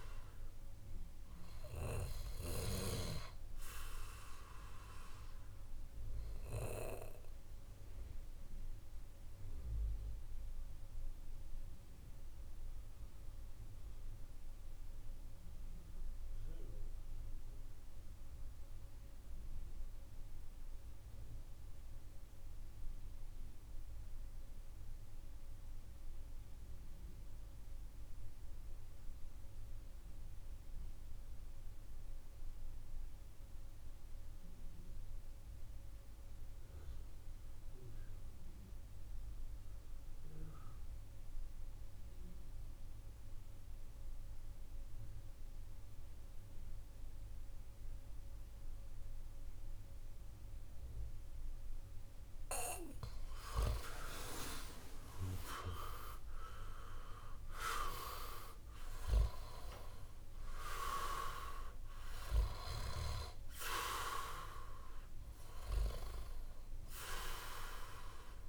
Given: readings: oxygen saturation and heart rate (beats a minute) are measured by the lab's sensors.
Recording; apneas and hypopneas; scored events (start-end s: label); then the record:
breathing in sleep by a room microphone; 1
0.00-11.50 s: oxygen desaturation (device-marked, oxygen 88% lowest, heart rate 59 extreme)
8.50-52.50 s: mixed apnea (oxygen 96% before, 84% lowest, heart rate 67 before, 59 extreme, up 5 after)
35.50-68.49 s: oxygen desaturation (device-marked, oxygen 98% before, 84% lowest, heart rate 65 before, 59 extreme)
53.50-57.00 s: arousal
From the record:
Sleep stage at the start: N2 (light sleep); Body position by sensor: on the back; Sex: male